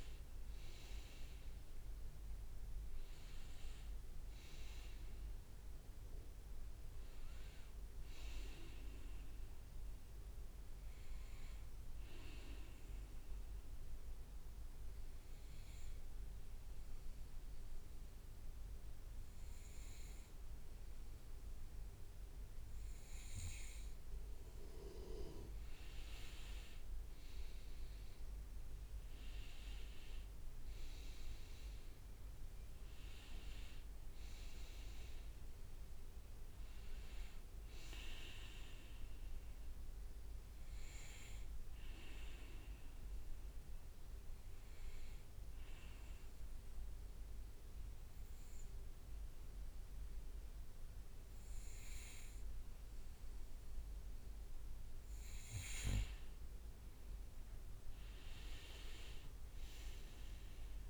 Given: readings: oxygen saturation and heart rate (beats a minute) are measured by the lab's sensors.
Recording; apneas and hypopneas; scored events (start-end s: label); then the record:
breathing in sleep by a room microphone; 2
0.00-1.00 s: leg movement (device-marked)
11.00-24.00 s: obstructive apnea (oxygen 97% before, 94% lowest, heart rate 68 before, 62 extreme, up 7 after)
27.50-32.00 s: arousal
27.50-45.50 s: oxygen desaturation (device-marked, oxygen 97% before, 94% lowest, heart rate 63 before, 62 extreme)
41.00-54.00 s: obstructive apnea (oxygen 97% before, 94% lowest, heart rate 66 before, 62 extreme, up 11 after)
58.50-60.00 s: leg movement (device-marked)
58.50-60.90 s: arousal
From the record:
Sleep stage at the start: N2 (light sleep); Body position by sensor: on the back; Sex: male